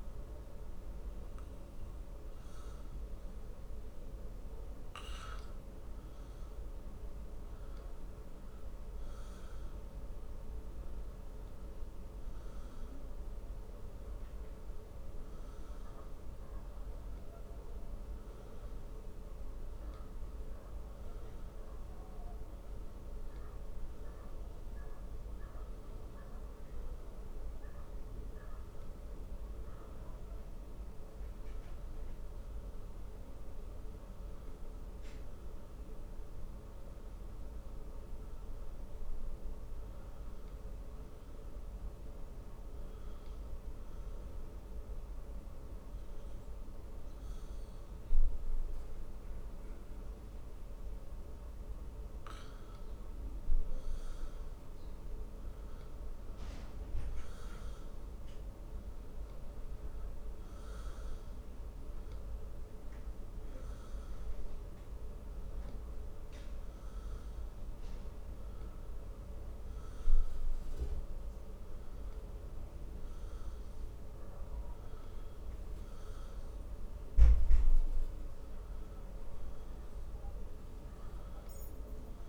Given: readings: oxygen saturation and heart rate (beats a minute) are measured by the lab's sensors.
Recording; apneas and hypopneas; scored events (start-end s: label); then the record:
breathing in sleep, hard to hear, by a room microphone; 2
0.00-16.50 s: oxygen desaturation (device-marked, oxygen 93% lowest, heart rate 59 extreme)
2.50-13.50 s: hypopnea (oxygen 97% before, 92% lowest, heart rate 62 before, 61 extreme, up 8 after)
14.50-19.50 s: arousal
44.50-55.00 s: obstructive apnea (oxygen 94% before, 93% lowest, heart rate 64 before, 55 extreme, up 13 after)
58.50-62.00 s: arousal
From the record:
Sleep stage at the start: N1 (lightest sleep); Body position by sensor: on the back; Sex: male